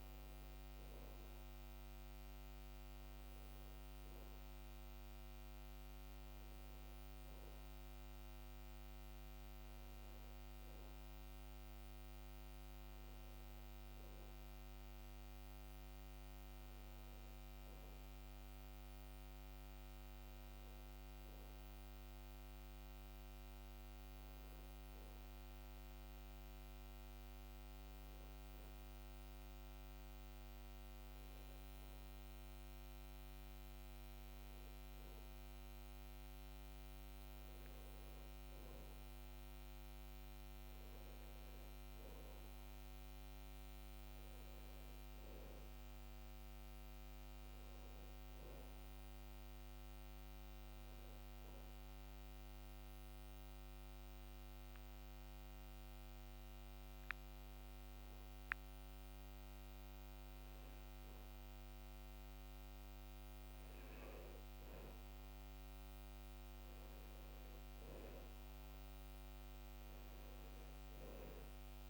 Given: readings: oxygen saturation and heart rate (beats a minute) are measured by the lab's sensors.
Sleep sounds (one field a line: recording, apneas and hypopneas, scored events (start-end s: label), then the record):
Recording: breathing in sleep, hard to hear, by a microphone on the trachea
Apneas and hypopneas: 2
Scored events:
26.50-38.50 s: hypopnea (oxygen 95% before, 92% lowest, heart rate 69 before, 64 extreme, up 5 after)
39.00-44.50 s: arousal
52.00-64.00 s: obstructive apnea (oxygen 95% before, 92% lowest, heart rate 67 before, 64 extreme, up 5 after)
69.00-71.90 s: arousal
From the record:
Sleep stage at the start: N2 (light sleep)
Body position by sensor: on the back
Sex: male